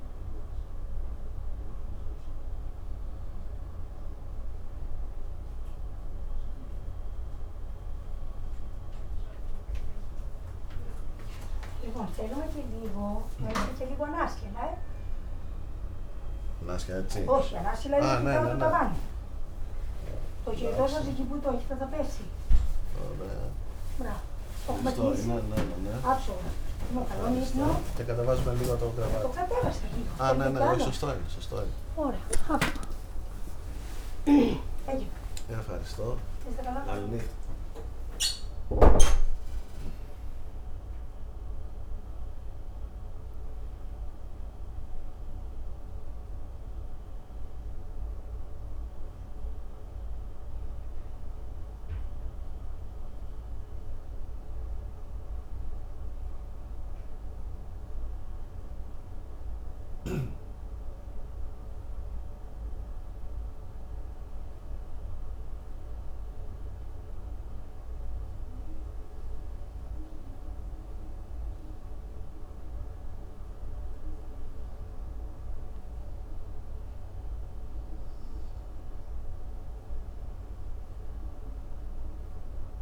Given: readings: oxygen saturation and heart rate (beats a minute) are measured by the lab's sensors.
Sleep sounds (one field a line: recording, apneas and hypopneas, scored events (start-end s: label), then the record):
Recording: a person awake in a sleep study, by a room microphone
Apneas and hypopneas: none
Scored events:
15.00-40.00 s: tachycardia (device-marked, heart rate 47 before, 199 extreme)
60.00-82.82 s: new sleep stage, N1 (lightest sleep)
From the record:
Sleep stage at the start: awake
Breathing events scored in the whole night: 485 in 5.8 hours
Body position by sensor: on the front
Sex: male